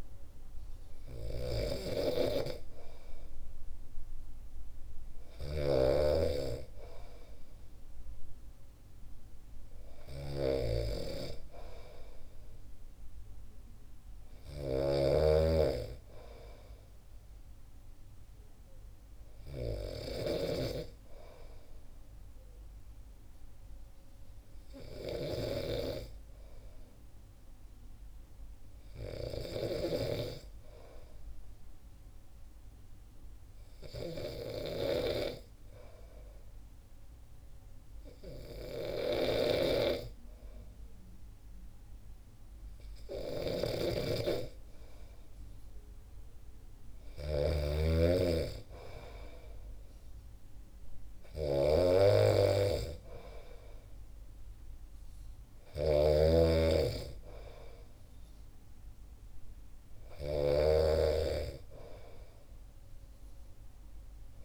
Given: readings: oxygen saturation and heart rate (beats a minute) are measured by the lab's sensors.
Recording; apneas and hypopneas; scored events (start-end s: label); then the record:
breathing in sleep by a room microphone; 1
0.00-30.00 s: snoring (device-marked)
30.00-43.00 s: hypopnea (oxygen 96% before, 93% lowest, heart rate 63 before, 62 extreme, up 5 after)
43.00-64.45 s: snoring (device-marked)
46.00-50.00 s: arousal
From the record:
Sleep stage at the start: N2 (light sleep); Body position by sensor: on the back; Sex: male